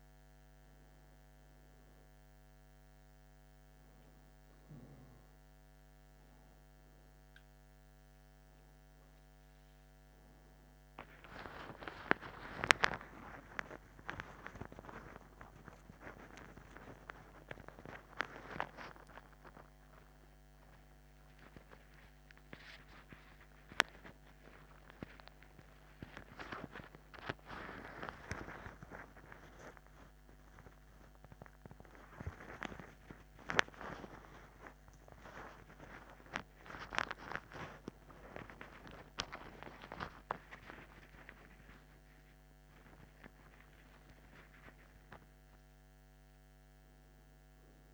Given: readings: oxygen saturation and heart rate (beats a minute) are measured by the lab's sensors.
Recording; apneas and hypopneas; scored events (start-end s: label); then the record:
a person awake in a sleep study, by a microphone on the trachea; none
none scored
From the record:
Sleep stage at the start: awake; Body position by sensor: on the back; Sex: male